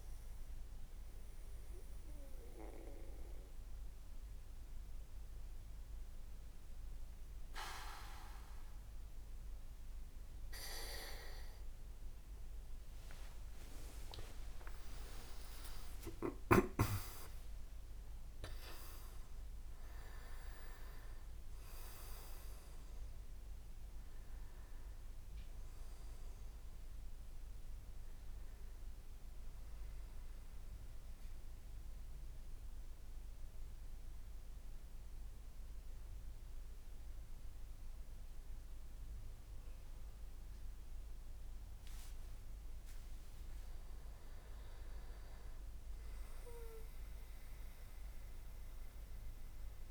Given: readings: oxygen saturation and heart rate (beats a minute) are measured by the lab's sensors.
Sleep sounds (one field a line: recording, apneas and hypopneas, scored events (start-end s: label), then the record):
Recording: breathing in sleep by a room microphone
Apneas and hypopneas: 2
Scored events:
0.50-14.00 s: mixed apnea (oxygen 98% before, 94% lowest, heart rate 65 before, 59 extreme, up 28 after)
13.00-19.00 s: leg movement (device-marked)
14.50-19.00 s: arousal
29.50-43.00 s: central apnea (oxygen 99% before, 92% lowest, heart rate 76 before, 59 extreme, up 12 after)
44.00-48.50 s: arousal
From the record:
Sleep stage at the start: N2 (light sleep)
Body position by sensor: on the back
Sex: male